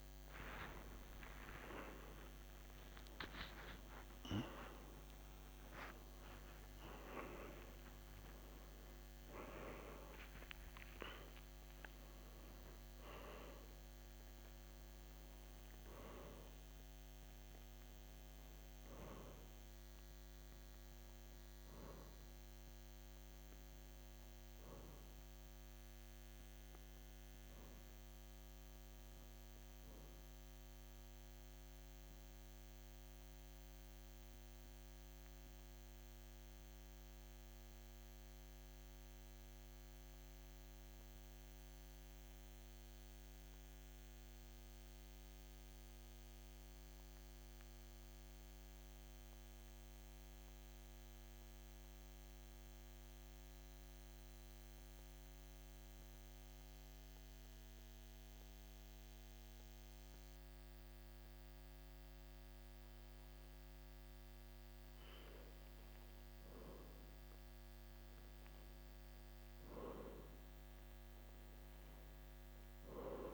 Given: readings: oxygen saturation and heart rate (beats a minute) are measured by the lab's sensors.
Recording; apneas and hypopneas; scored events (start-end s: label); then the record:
breathing in sleep by a microphone on the trachea; 1
0.00-6.00 s: arousal
23.00-50.00 s: oxygen desaturation (device-marked, oxygen 98% before, 91% lowest, heart rate 56 before, 52 extreme)
34.50-64.00 s: obstructive apnea (oxygen 98% before, 91% lowest, heart rate 56 before, 52 extreme, up 2 after)
66.50-70.50 s: arousal
71.00-73.34 s: oxygen desaturation (device-marked, oxygen 98% before, 94% lowest, heart rate 53 before, 52 extreme)
From the record:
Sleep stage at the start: REM sleep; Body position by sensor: on the back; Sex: male